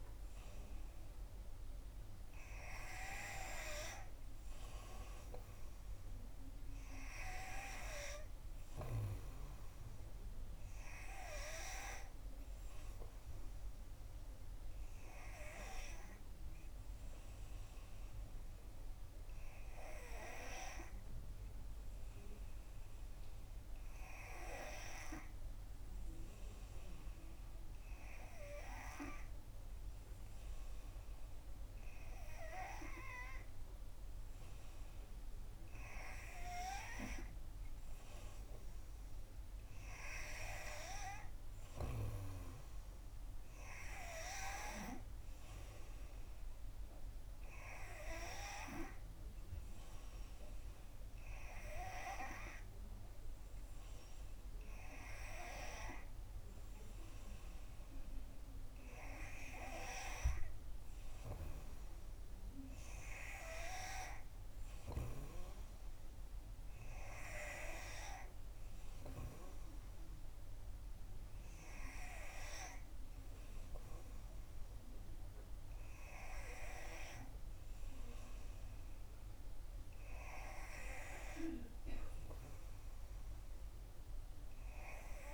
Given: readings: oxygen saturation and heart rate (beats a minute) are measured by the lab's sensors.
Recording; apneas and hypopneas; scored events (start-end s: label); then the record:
breathing in sleep by a room microphone; none
78.50-82.00 s: arousal
From the record:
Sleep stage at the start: N3 (deep sleep); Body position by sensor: on the back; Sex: female